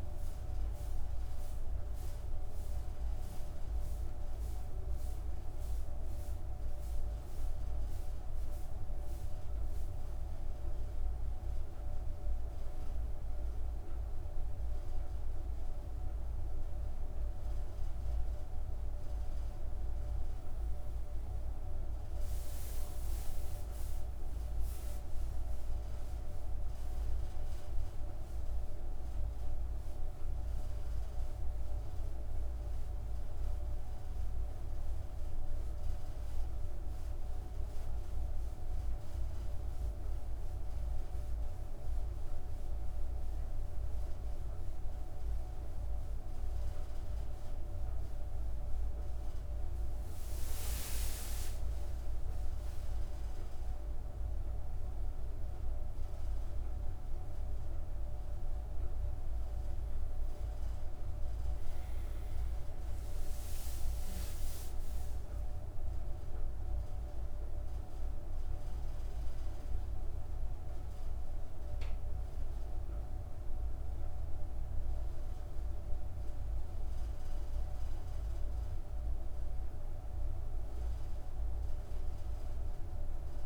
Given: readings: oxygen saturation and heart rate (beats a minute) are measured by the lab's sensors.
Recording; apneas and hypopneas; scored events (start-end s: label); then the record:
breathing in sleep, hard to hear, by a room microphone; none
none scored
From the record:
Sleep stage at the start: N2 (light sleep); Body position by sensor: on the back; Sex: female